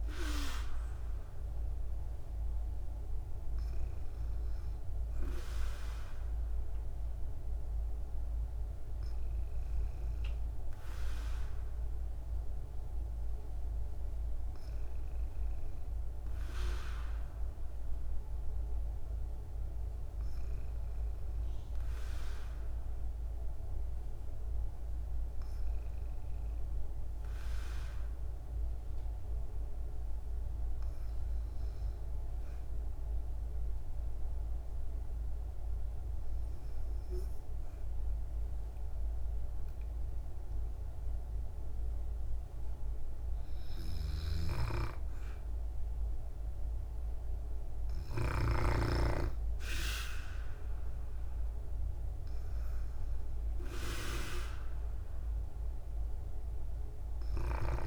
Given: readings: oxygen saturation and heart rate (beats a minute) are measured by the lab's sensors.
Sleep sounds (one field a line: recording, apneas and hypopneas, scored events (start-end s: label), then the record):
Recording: breathing in sleep by a room microphone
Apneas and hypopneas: 1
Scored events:
31.50-44.50 s: hypopnea (oxygen 97% before, 93% lowest, heart rate 61 before, 59 extreme, up 2 after)
44.00-48.50 s: snoring (device-marked)
47.00-50.50 s: arousal
50.50-57.87 s: oxygen desaturation (device-marked, oxygen 96% before, 93% lowest, heart rate 61 before, 59 extreme)
From the record:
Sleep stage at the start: N2 (light sleep)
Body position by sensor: on the back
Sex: female